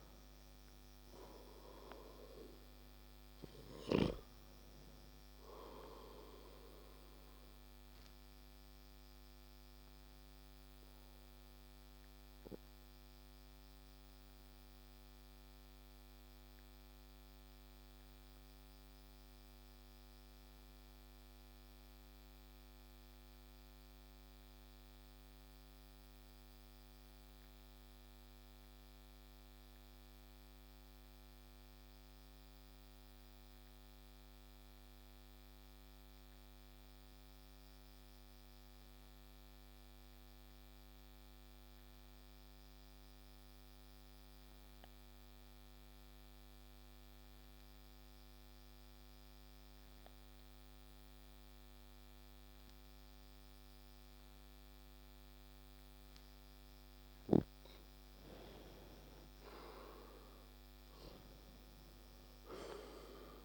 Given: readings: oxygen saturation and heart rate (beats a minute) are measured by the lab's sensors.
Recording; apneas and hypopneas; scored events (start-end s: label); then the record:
breathing in sleep by a microphone on the trachea; 1
0.00-33.00 s: oxygen desaturation (device-marked, oxygen 85% lowest)
6.50-55.50 s: obstructive apnea (oxygen 94% before, 85% lowest)
57.50-62.00 s: arousal
58.00-63.44 s: oxygen desaturation (device-marked, oxygen 96% before, 87% lowest)
From the record:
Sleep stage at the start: N2 (light sleep); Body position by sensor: on the back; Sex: male